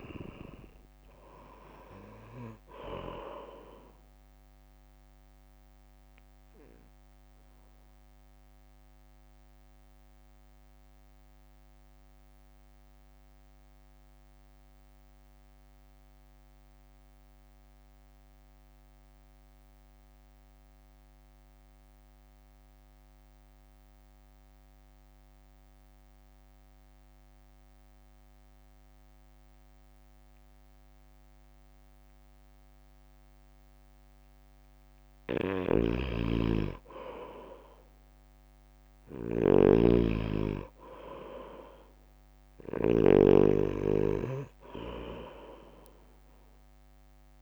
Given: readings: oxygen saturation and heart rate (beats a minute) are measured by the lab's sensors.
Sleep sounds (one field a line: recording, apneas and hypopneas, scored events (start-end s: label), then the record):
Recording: breathing in sleep by a microphone on the trachea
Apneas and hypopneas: 1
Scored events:
0.00-8.00 s: drop in pulse transit time (device-marked, heart rate 49 extreme)
0.00-10.00 s: oxygen desaturation (device-marked, oxygen 92% lowest, heart rate 49 extreme)
6.50-34.50 s: mixed apnea (oxygen 98% before, 90% lowest, heart rate 59 before, 47 extreme, up 2 after)
31.00-45.00 s: oxygen desaturation (device-marked, oxygen 99% before, 93% lowest, heart rate 56 before, 47 extreme)
35.50-43.00 s: snoring (device-marked)
37.50-41.00 s: arousal
39.00-47.42 s: drop in pulse transit time (device-marked, heart rate 59 before, 47 extreme)
From the record:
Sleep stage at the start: N2 (light sleep)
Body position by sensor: on the right side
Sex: male